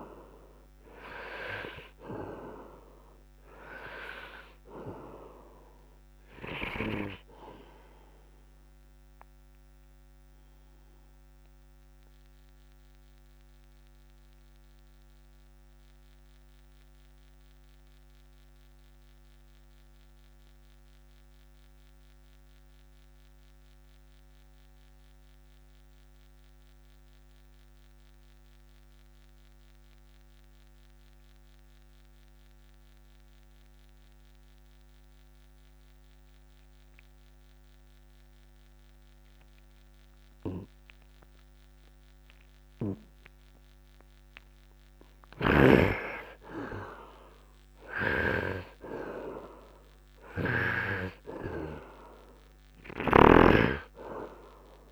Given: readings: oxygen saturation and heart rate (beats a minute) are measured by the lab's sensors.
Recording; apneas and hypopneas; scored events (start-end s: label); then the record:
breathing in sleep by a microphone on the trachea; 1
0.00-24.00 s: oxygen desaturation (device-marked, oxygen 75% lowest, heart rate 54 extreme)
10.00-44.00 s: obstructive apnea (oxygen 99% before, 75% lowest, heart rate 65 before, 54 extreme, up 8 after)
36.00-54.92 s: oxygen desaturation (device-marked, oxygen 98% before, 75% lowest, heart rate 68 before, 54 extreme)
45.50-49.00 s: arousal
45.50-51.00 s: snoring (device-marked)
From the record:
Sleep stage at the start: N2 (light sleep); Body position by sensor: upright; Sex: male